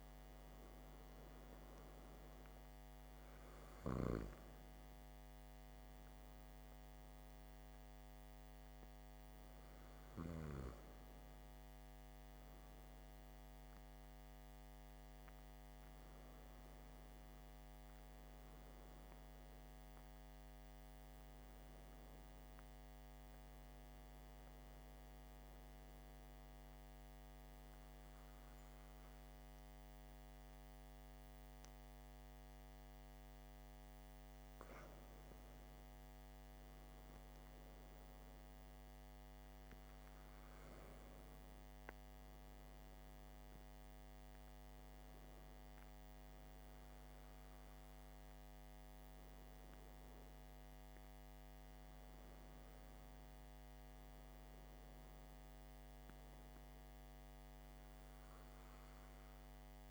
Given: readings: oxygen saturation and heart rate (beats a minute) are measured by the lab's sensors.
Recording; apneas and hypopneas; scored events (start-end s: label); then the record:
breathing in sleep, hard to hear, by a microphone on the trachea; none
none scored
From the record:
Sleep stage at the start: N2 (light sleep); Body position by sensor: on the back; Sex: male